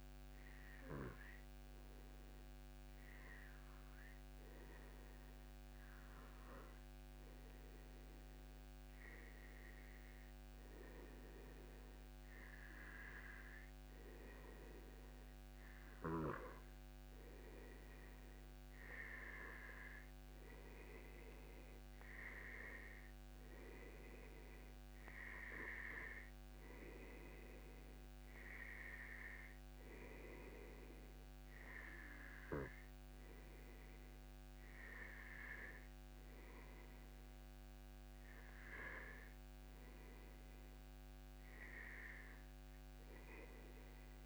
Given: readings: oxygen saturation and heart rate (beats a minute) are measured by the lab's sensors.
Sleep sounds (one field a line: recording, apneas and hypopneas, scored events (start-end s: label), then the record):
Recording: breathing in sleep by a microphone on the trachea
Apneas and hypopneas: none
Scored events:
none scored
From the record:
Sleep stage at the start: N2 (light sleep)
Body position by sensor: on the back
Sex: male